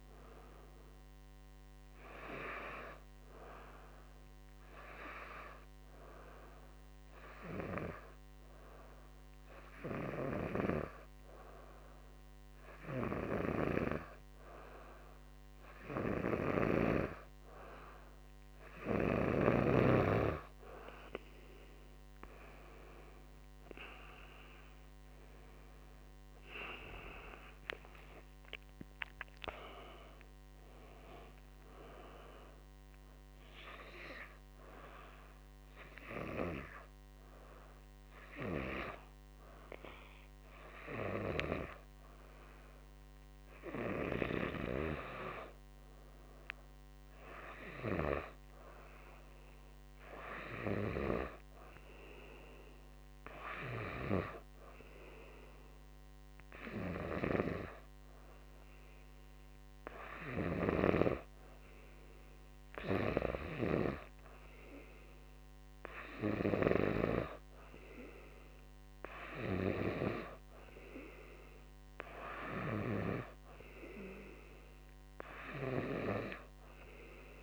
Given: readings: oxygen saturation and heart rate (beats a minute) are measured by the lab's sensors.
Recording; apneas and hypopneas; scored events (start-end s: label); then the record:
breathing in sleep by a microphone on the trachea; 2
3.00-18.50 s: hypopnea (oxygen 94% before, 91% lowest, heart rate 61 before, 50 extreme, up 14 after)
24.50-28.50 s: arousal
31.50-51.50 s: oxygen desaturation (device-marked, oxygen 96% before, 91% lowest, heart rate 62 before, 50 extreme)
33.00-48.00 s: hypopnea (oxygen 96% before, 91% lowest, heart rate 62 before, 50 extreme, up 7 after)
52.50-56.00 s: arousal
From the record:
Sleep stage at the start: N2 (light sleep); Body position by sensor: on the back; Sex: male